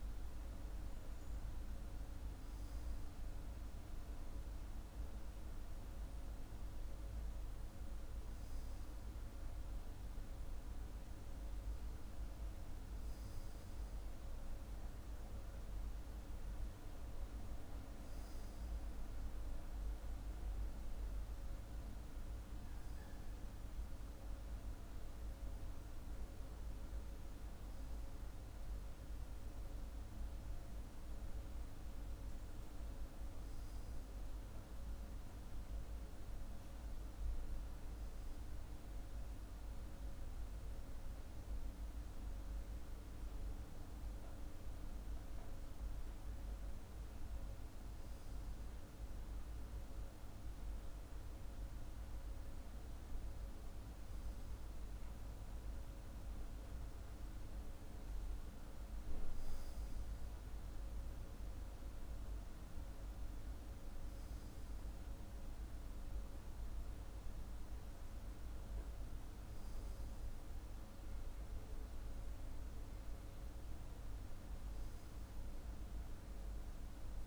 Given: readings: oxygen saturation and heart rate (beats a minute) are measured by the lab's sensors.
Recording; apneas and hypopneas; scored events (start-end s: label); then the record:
breathing in sleep, hard to hear, by a room microphone; none
none scored
From the record:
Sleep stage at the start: N2 (light sleep); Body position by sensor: on the left side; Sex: male